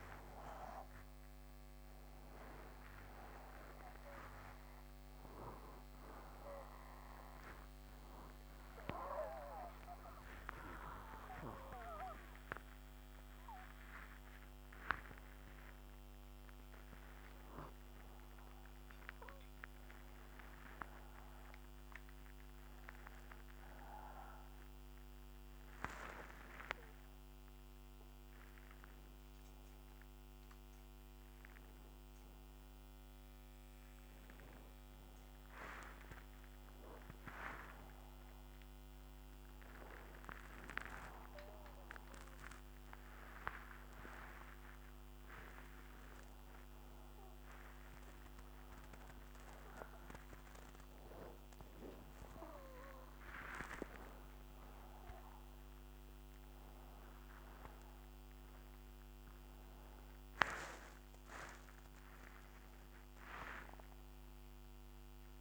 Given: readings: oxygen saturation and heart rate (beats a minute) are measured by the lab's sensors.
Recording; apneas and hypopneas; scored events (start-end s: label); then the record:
a person awake in a sleep study, by a microphone on the trachea; none
38.50-44.50 s: oxygen desaturation (device-marked, oxygen 97% before, 92% lowest, heart rate 88 before, 83 extreme)
From the record:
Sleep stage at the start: awake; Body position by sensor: on the back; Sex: male